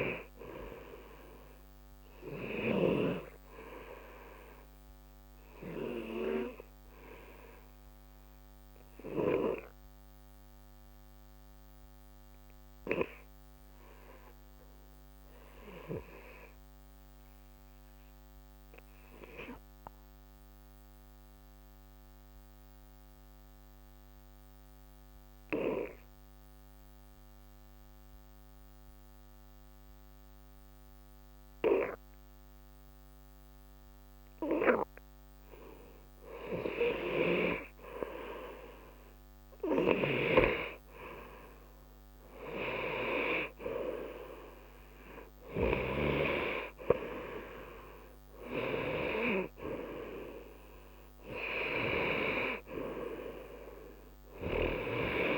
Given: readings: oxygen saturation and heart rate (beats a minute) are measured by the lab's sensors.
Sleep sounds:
breathing in sleep by a microphone on the trachea; 1
0.00-23.00 s: oxygen desaturation (device-marked, oxygen 86% lowest, heart rate 60 extreme)
5.50-36.00 s: obstructive apnea (oxygen 94% before, 86% lowest, heart rate 61 before, 60 extreme, up 1 after)
37.50-42.00 s: arousal
From the record:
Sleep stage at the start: N2 (light sleep); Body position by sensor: on the right side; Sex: male

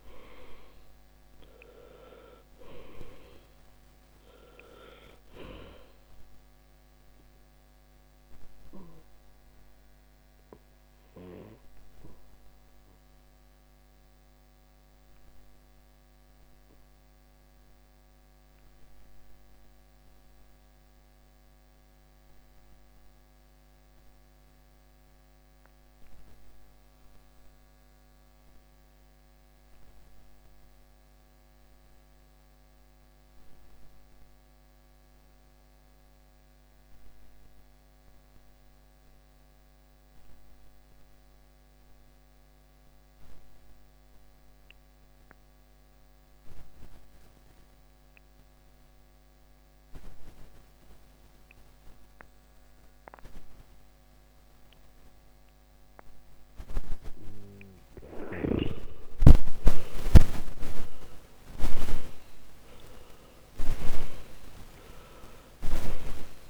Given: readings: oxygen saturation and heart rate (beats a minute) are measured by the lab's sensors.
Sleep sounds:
breathing in sleep by a microphone on the trachea; 1
8.00-58.50 s: obstructive apnea (oxygen 99% before, 79% lowest, heart rate 61 before, 49 extreme, up 18 after)
11.00-35.00 s: oxygen desaturation (device-marked, oxygen 97% before, 88% lowest, heart rate 62 before, 49 extreme)
57.00-66.50 s: oxygen desaturation (device-marked, oxygen 97% before, 79% lowest, heart rate 54 before, 51 extreme)
60.50-64.00 s: arousal
From the record:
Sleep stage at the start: N2 (light sleep); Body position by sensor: on the back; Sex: male

